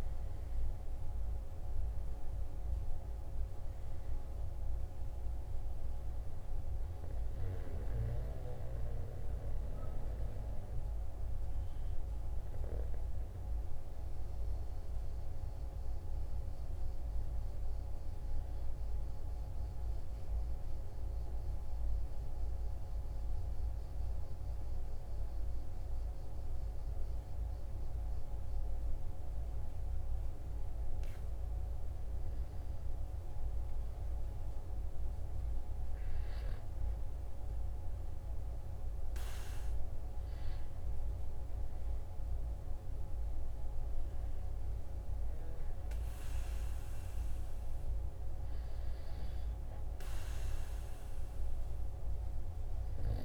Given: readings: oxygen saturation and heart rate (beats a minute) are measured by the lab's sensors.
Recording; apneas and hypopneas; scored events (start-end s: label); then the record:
breathing in sleep, hard to hear, by a room microphone; 1
0.00-32.00 s: oxygen desaturation (device-marked, oxygen 90% lowest, heart rate 43 extreme)
20.00-32.50 s: obstructive apnea (oxygen 96% before, 90% lowest, heart rate 46 before, 45 extreme, up 13 after)
34.50-38.50 s: arousal
From the record:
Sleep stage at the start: N2 (light sleep); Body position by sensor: on the right side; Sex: male